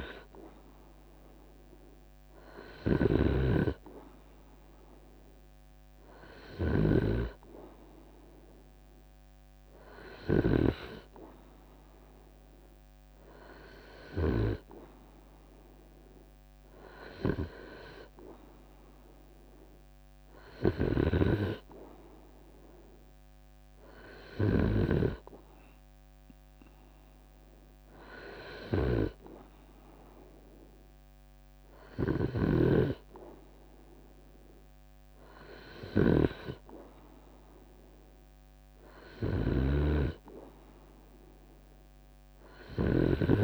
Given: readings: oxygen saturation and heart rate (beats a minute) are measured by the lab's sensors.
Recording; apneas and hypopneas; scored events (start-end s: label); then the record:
breathing in sleep by a microphone on the trachea; none
13.50-25.50 s: drop in pulse transit time (device-marked, heart rate 77 before, 70 extreme)
33.50-35.50 s: long interval between heartbeats (device-marked, heart rate 78 before, 75 extreme)
38.50-42.50 s: snoring (device-marked)
From the record:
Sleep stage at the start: N2 (light sleep); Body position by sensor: on the right side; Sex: male